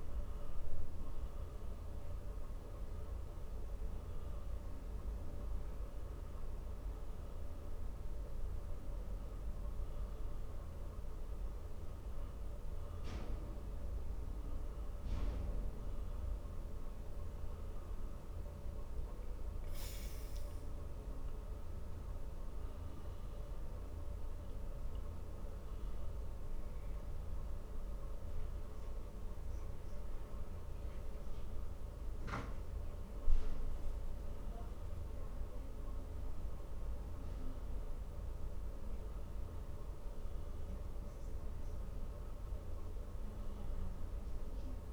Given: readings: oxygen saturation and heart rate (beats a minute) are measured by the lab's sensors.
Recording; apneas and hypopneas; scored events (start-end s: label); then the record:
breathing in sleep, hard to hear, by a room microphone; none
none scored
From the record:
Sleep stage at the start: N1 (lightest sleep); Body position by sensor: on the back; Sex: male